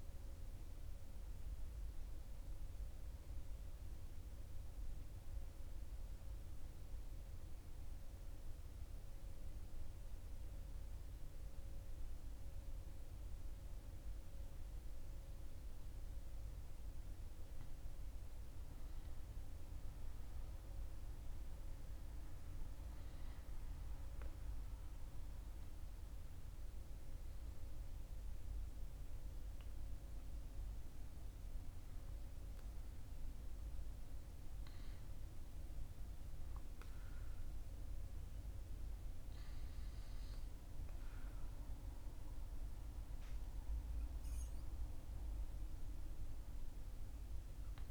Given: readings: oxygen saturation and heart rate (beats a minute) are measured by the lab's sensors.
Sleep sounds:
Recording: breathing in sleep, hard to hear, by a room microphone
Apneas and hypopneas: 1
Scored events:
3.00-16.50 s: central apnea (oxygen 100% before, 96% lowest, heart rate 45 before, 42 extreme, up 1 after)
19.50-24.00 s: arousal
27.00-44.00 s: oxygen desaturation (device-marked, oxygen 99% before, 96% lowest, heart rate 43 before, 43 extreme)
36.00-47.91 s: new sleep stage, N2 (light sleep)
From the record:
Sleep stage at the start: N1 (lightest sleep)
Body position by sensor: on the right side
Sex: male

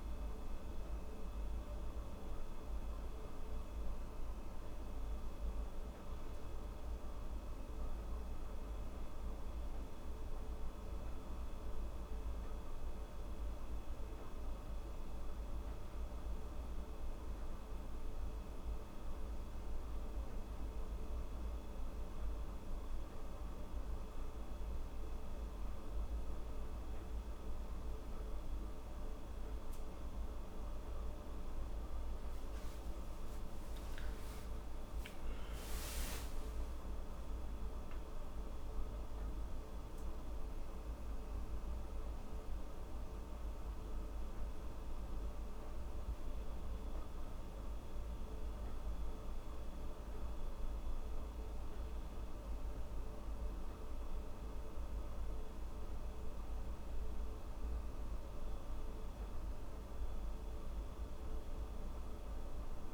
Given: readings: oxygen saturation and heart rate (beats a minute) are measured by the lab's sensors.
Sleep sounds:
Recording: breathing in sleep, hard to hear, by a room microphone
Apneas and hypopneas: none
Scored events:
34.00-38.00 s: arousal
35.50-62.94 s: new sleep stage, N2 (light sleep)
From the record:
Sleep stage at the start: N1 (lightest sleep)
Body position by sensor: on the back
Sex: female

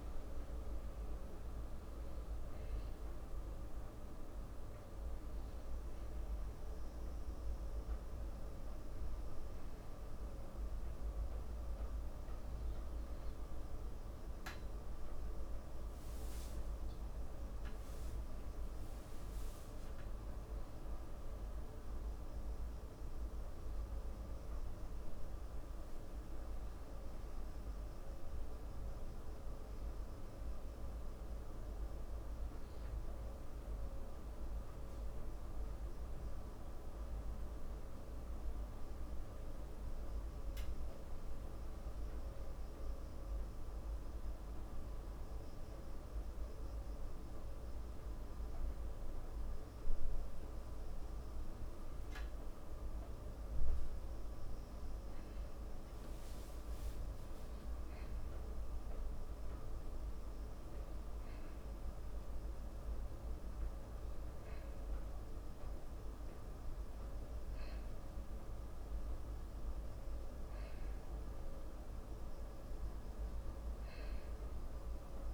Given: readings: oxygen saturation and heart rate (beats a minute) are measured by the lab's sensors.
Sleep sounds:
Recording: a person awake in a sleep study, hard to hear, by a room microphone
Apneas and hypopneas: none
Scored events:
57.50-75.34 s: new sleep stage, N1 (lightest sleep)
From the record:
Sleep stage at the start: awake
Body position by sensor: on the back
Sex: male

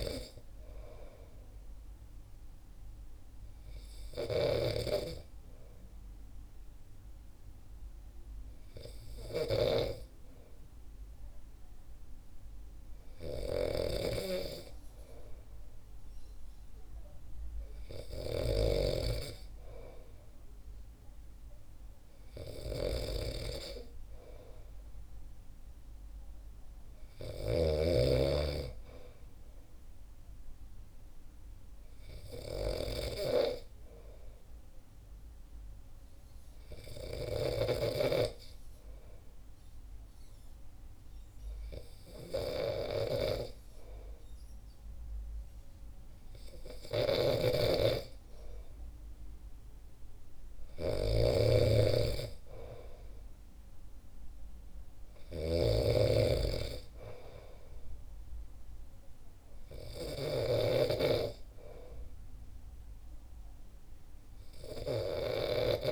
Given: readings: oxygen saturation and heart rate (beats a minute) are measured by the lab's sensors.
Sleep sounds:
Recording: breathing in sleep by a room microphone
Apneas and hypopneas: 1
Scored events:
0.00-11.50 s: oxygen desaturation (device-marked, oxygen 90% lowest, heart rate 63 extreme)
0.00-19.00 s: snoring (device-marked)
1.00-13.50 s: hypopnea (oxygen 94% before, 90% lowest, heart rate 66 before, 63 extreme, up 3 after)
16.50-21.00 s: arousal
47.00-60.50 s: snoring (device-marked)
From the record:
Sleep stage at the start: N2 (light sleep)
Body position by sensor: on the back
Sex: male

